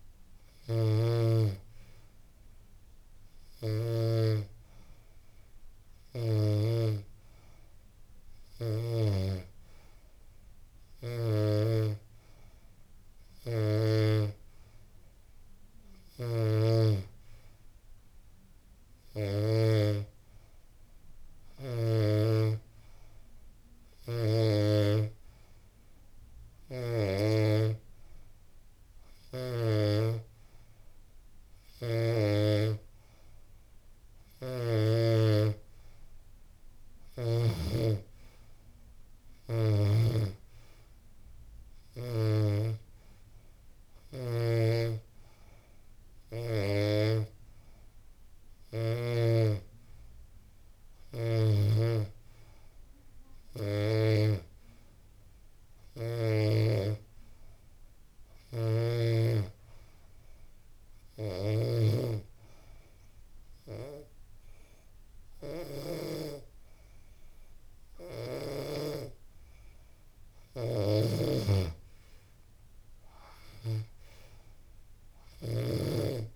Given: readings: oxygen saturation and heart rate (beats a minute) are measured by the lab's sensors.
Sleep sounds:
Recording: breathing in sleep by a room microphone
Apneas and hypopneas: none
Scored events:
70.00-75.00 s: snoring (device-marked)
From the record:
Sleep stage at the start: N2 (light sleep)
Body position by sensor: on the back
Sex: female

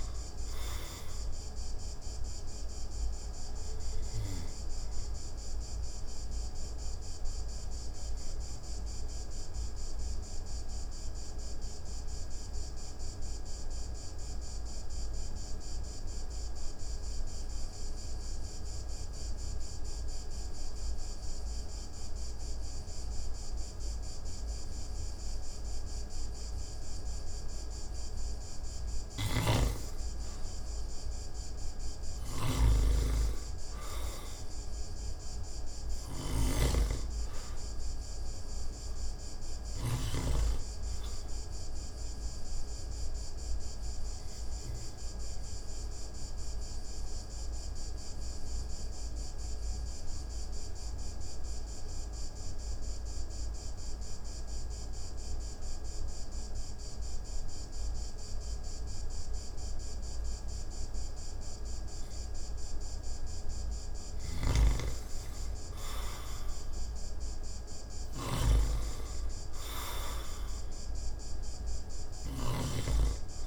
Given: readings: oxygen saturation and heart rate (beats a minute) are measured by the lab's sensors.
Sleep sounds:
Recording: breathing in sleep by a room microphone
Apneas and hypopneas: 2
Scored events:
0.00-22.50 s: oxygen desaturation (device-marked, oxygen 85% lowest)
6.50-27.50 s: obstructive apnea (oxygen 98% before, 85% lowest)
28.50-40.00 s: snoring (device-marked)
30.00-34.00 s: arousal
35.50-59.50 s: oxygen desaturation (device-marked, oxygen 98% before, 85% lowest)
41.50-62.50 s: obstructive apnea (oxygen 98% before, 85% lowest)
63.50-72.50 s: snoring (device-marked)
64.00-67.00 s: arousal
68.50-73.47 s: oxygen desaturation (device-marked, oxygen 98% before, 92% lowest)
From the record:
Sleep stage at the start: N2 (light sleep)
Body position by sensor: on the back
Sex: male

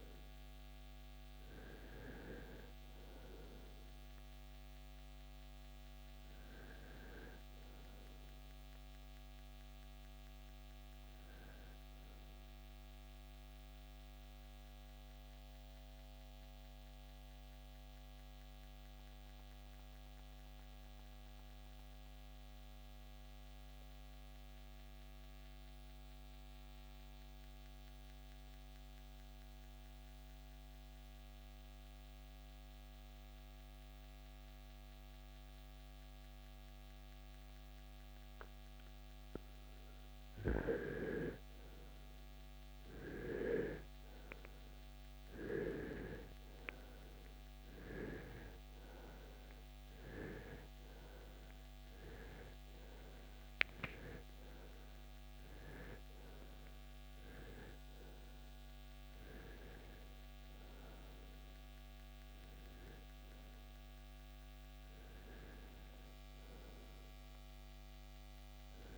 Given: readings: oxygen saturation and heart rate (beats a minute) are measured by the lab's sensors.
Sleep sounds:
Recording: breathing in sleep by a microphone on the trachea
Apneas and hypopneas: 1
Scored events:
4.00-16.00 s: oxygen desaturation (device-marked, oxygen 92% before, 87% lowest, heart rate 76 before, 55 extreme)
12.50-40.00 s: mixed apnea (oxygen 92% before, 86% lowest, heart rate 78 before, 47 extreme, up 10 after)
42.00-46.50 s: arousal
49.00-68.98 s: oxygen desaturation (device-marked, oxygen 96% before, 86% lowest, heart rate 59 before, 59 extreme)
From the record:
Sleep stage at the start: REM sleep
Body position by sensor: on the right side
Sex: male

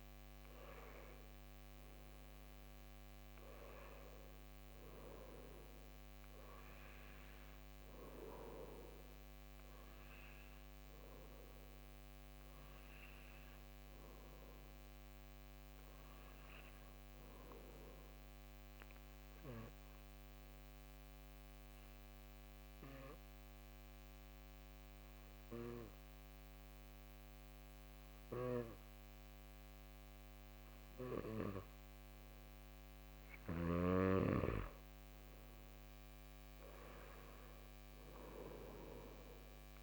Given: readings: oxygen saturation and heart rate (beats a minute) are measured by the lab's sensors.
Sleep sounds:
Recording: breathing in sleep by a microphone on the trachea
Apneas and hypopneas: 1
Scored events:
0.00-4.00 s: arousal
19.00-31.50 s: obstructive apnea (oxygen 97% before, 94% lowest, heart rate 143 before, 40 extreme)
33.50-37.50 s: arousal
From the record:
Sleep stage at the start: N2 (light sleep)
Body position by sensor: on the back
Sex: male

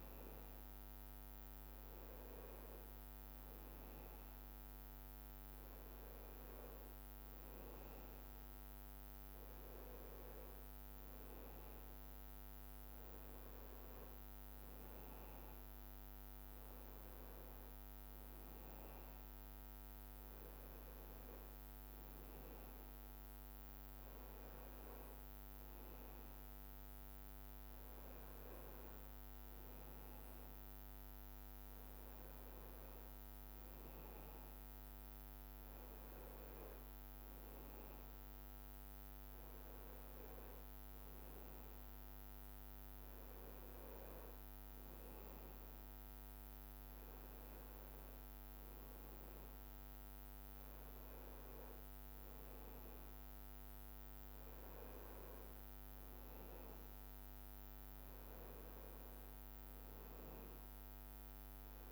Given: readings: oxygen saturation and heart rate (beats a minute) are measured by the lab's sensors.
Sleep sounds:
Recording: breathing in sleep, hard to hear, by a microphone on the trachea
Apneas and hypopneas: none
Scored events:
none scored
From the record:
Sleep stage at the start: N1 (lightest sleep)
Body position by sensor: on the back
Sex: male

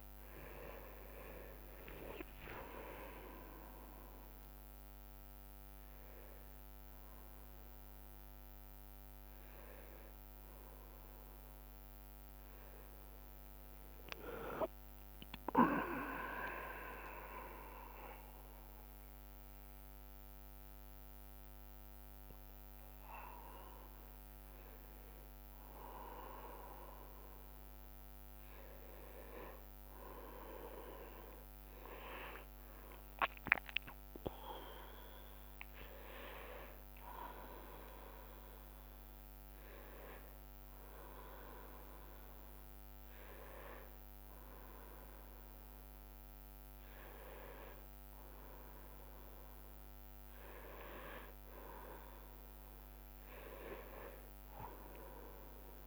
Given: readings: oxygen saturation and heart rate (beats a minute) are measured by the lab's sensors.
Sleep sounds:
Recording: a person awake in a sleep study, by a microphone on the trachea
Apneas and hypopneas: none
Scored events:
none scored
From the record:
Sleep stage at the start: awake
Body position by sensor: on the right side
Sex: male

